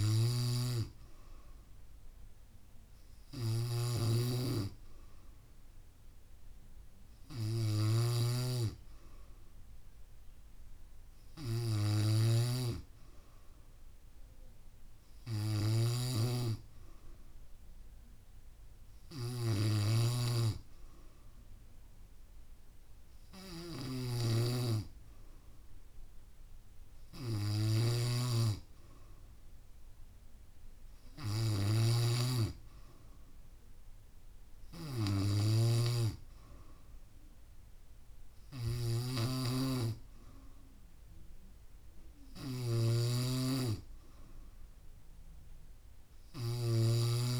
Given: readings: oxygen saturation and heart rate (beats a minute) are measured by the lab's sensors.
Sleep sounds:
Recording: breathing in sleep by a room microphone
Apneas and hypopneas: none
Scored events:
0.00-47.40 s: snoring (device-marked)
From the record:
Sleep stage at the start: N3 (deep sleep)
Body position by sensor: on the back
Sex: female

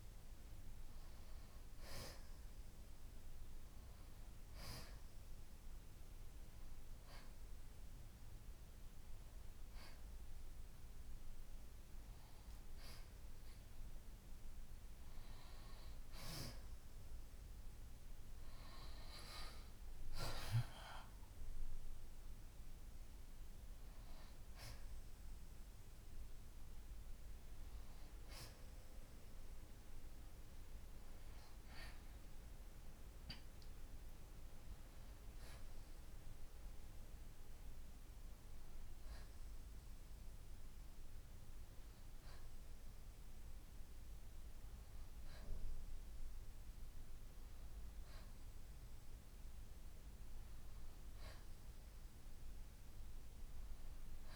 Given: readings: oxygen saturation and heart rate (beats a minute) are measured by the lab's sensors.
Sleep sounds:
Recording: breathing in sleep by a room microphone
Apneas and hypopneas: 1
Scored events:
0.00-1.50 s: arousal
4.00-15.00 s: hypopnea (oxygen 90% before, 87% lowest, heart rate 74 before, 68 extreme, up 8 after)
19.50-23.00 s: arousal
28.00-42.00 s: oxygen desaturation (device-marked, oxygen 90% before, 87% lowest, heart rate 73 before, 67 extreme)
51.50-54.36 s: arousal
From the record:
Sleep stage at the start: N2 (light sleep)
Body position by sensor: on the back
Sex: male

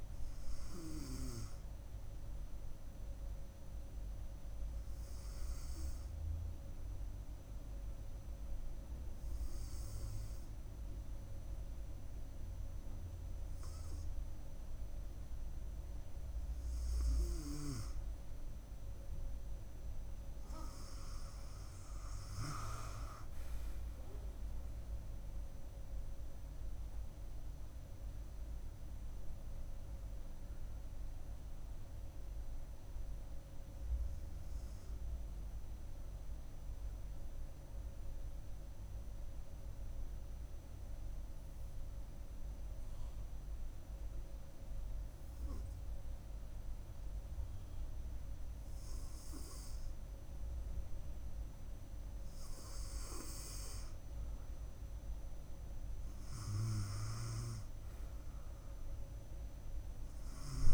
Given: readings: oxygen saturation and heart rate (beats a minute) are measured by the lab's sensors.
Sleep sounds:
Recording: breathing in sleep by a room microphone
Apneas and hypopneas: 2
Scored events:
6.00-17.50 s: hypopnea (oxygen 97% before, 94% lowest, heart rate 73 before, 69 extreme, up 2 after)
22.50-26.50 s: arousal
35.00-51.50 s: hypopnea (oxygen 96% before, 94% lowest, heart rate 74 before, 68 extreme, up 2 after)
53.50-57.00 s: arousal
From the record:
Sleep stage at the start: N2 (light sleep)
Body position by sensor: on the front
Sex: female

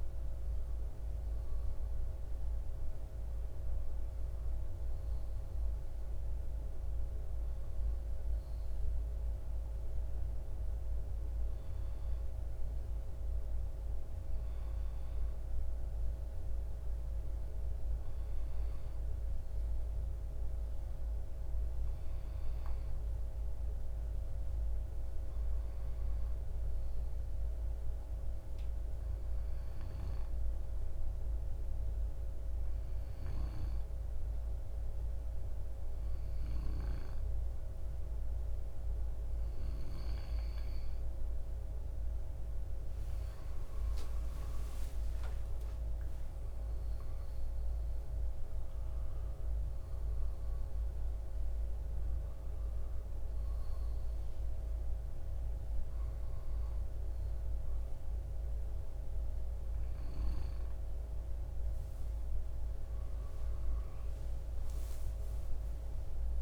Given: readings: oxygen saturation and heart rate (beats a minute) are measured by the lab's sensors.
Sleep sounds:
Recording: breathing in sleep, hard to hear, by a room microphone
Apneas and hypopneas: 1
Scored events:
0.00-21.00 s: oxygen desaturation (device-marked, oxygen 91% lowest, heart rate 55 extreme)
23.50-27.00 s: arousal
29.50-41.50 s: hypopnea (oxygen 96% before, 91% lowest, heart rate 56 before, 55 extreme, up 21 after)
40.00-66.42 s: oxygen desaturation (device-marked, oxygen 95% before, 91% lowest, heart rate 56 before, 54 extreme)
43.00-47.00 s: arousal
From the record:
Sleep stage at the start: N2 (light sleep)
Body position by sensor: on the back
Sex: male

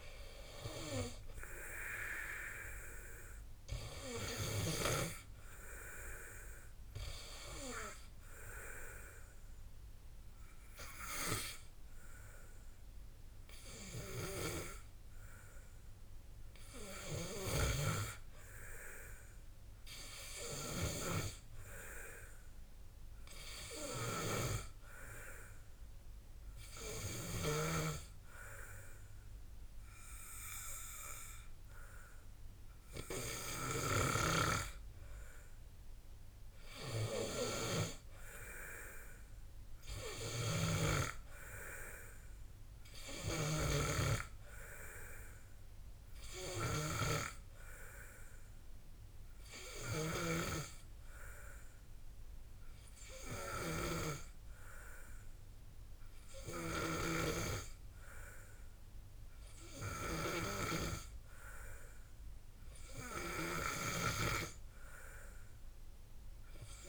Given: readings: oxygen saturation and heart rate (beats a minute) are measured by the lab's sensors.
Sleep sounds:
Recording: breathing in sleep by a room microphone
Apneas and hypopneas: 1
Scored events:
4.00-24.00 s: oxygen desaturation (device-marked, oxygen 96% before, 89% lowest, heart rate 56 before, 51 extreme)
24.00-35.00 s: hypopnea (oxygen 96% before, 91% lowest, heart rate 59 before, 51 extreme, up 3 after)
37.00-40.00 s: arousal
40.50-44.00 s: snoring (device-marked)
From the record:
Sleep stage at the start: N2 (light sleep)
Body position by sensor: on the back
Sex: male

